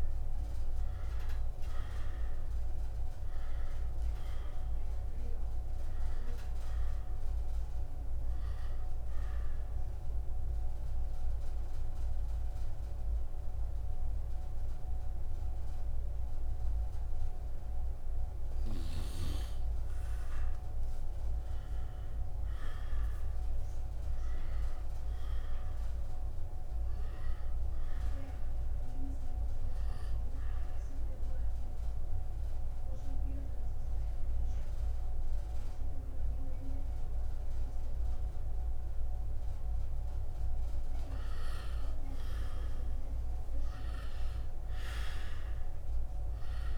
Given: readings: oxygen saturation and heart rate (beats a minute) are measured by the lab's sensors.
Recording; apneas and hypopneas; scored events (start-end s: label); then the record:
breathing in sleep, hard to hear, by a room microphone; 2
0.00-19.00 s: oxygen desaturation (device-marked, oxygen 89% lowest, heart rate 68 extreme)
9.00-19.00 s: obstructive apnea (oxygen 96% before, 89% lowest, heart rate 68 before, 68 extreme, up 0 after)
22.00-26.50 s: arousal
29.00-39.00 s: oxygen desaturation (device-marked, oxygen 98% before, 94% lowest, heart rate 70 before, 66 extreme)
31.50-41.50 s: obstructive apnea (oxygen 98% before, 90% lowest, heart rate 70 before, 66 extreme, up 0 after)
43.50-46.50 s: arousal
From the record:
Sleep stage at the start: N1 (lightest sleep); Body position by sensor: on the right side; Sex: male